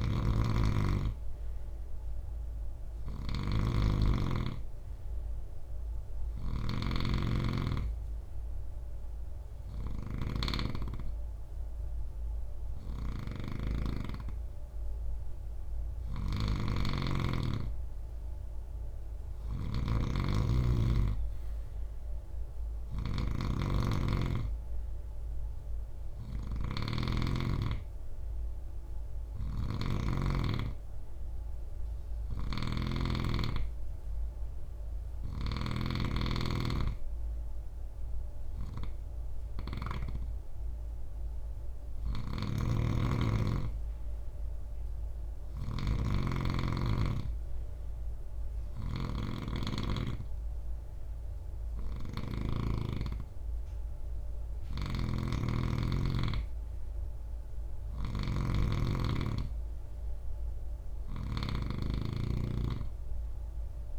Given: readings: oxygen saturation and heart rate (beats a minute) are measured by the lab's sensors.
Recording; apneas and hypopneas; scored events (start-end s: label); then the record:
breathing in sleep by a room microphone; 1
0.00-35.00 s: snoring (device-marked)
7.00-17.50 s: hypopnea (oxygen 95% before, 92% lowest, heart rate 70 before, 67 extreme, up 4 after)
19.00-22.00 s: arousal
41.50-63.99 s: snoring (device-marked)
From the record:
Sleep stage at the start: N3 (deep sleep); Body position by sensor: on the right side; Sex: male